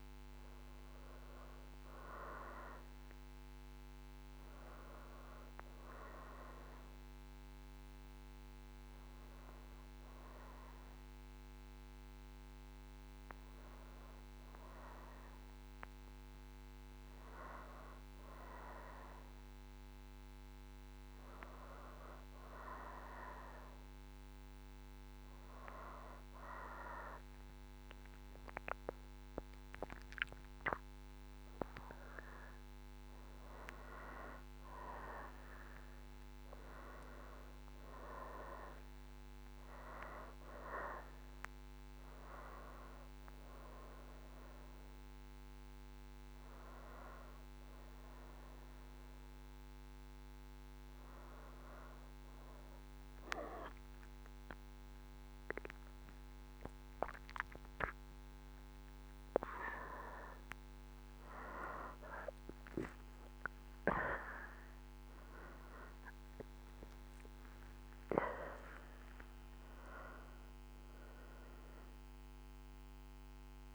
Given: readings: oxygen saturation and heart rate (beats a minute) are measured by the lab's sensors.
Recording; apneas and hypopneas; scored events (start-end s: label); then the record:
breathing in sleep by a microphone on the trachea; none
5.00-15.00 s: oxygen desaturation (device-marked, oxygen 95% before, 90% lowest, heart rate 70 before, 62 extreme)
63.50-68.50 s: arousal
From the record:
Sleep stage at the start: N1 (lightest sleep); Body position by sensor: on the right side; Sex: female